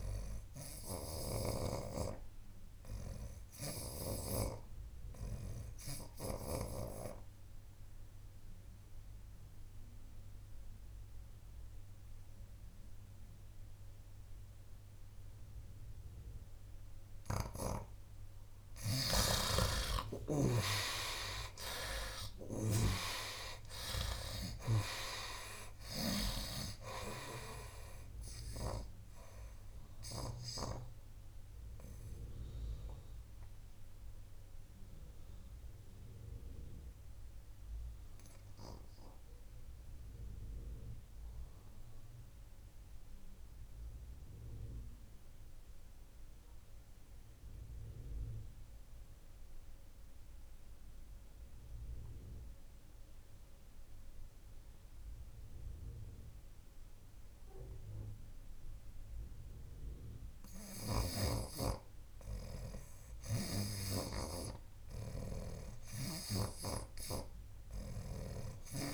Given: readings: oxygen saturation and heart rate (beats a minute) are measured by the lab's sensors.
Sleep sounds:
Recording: breathing in sleep by a room microphone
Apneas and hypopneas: 2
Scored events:
0.50-2.50 s: long interval between heartbeats (device-marked, heart rate 84 before, 96 extreme)
1.00-4.50 s: snoring (device-marked)
6.00-18.00 s: obstructive apnea (oxygen 85% before, 55% lowest, heart rate 86 before, 75 extreme, up 16 after)
12.50-45.50 s: oxygen desaturation (device-marked, oxygen 73% before, 55% lowest, heart rate 86 before, 72 extreme)
19.50-26.50 s: snoring (device-marked)
20.00-24.00 s: arousal
30.50-60.00 s: obstructive apnea (oxygen 73% before, 46% lowest, heart rate 84 before, 72 extreme, up 11 after)
54.50-68.94 s: oxygen desaturation (device-marked, oxygen 94% before, 58% lowest, heart rate 75 before, 70 extreme)
61.00-64.50 s: snoring (device-marked)
63.00-66.50 s: arousal
From the record:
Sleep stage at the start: N2 (light sleep)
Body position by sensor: on the right side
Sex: male

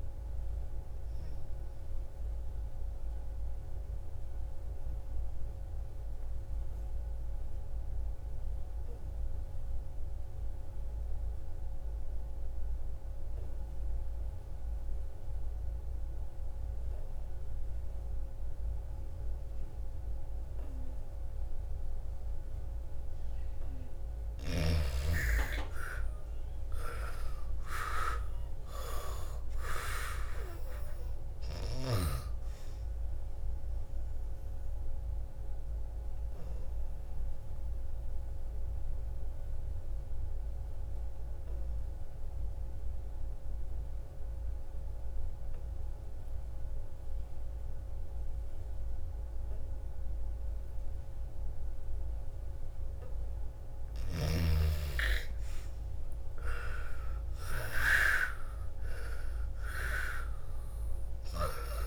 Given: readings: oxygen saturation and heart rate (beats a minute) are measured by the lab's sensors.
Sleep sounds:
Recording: breathing in sleep by a room microphone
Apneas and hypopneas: 2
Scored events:
0.00-7.50 s: oxygen desaturation (device-marked, oxygen 81% lowest, heart rate 55 extreme)
0.50-21.50 s: obstructive apnea (oxygen 99% before, 81% lowest, heart rate 63 before, 54 extreme, up 8 after)
23.50-44.50 s: oxygen desaturation (device-marked, oxygen 99% before, 81% lowest, heart rate 59 before, 54 extreme)
25.00-29.50 s: arousal
34.00-51.50 s: obstructive apnea (oxygen 99% before, 81% lowest, heart rate 62 before, 54 extreme, up 10 after)
54.50-59.00 s: arousal
54.50-61.87 s: oxygen desaturation (device-marked, oxygen 99% before, 84% lowest, heart rate 59 before, 56 extreme)
From the record:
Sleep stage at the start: N2 (light sleep)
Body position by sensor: on the back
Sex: female

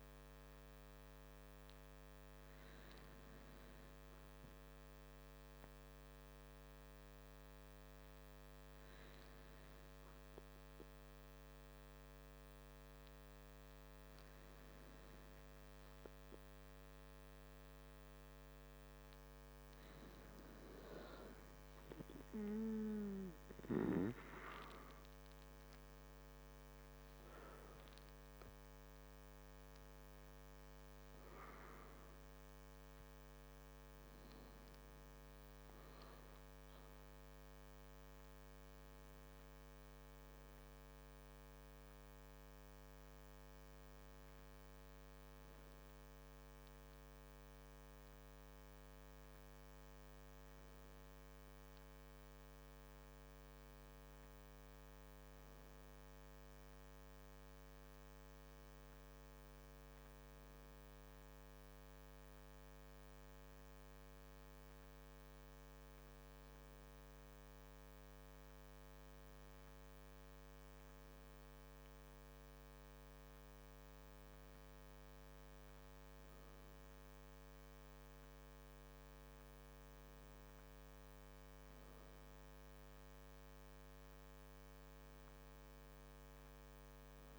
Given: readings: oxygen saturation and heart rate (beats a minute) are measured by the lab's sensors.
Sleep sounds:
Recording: breathing in sleep, hard to hear, by a microphone on the trachea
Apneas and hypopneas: none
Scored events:
25.00-28.50 s: arousal
From the record:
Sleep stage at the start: N2 (light sleep)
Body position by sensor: on the back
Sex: male

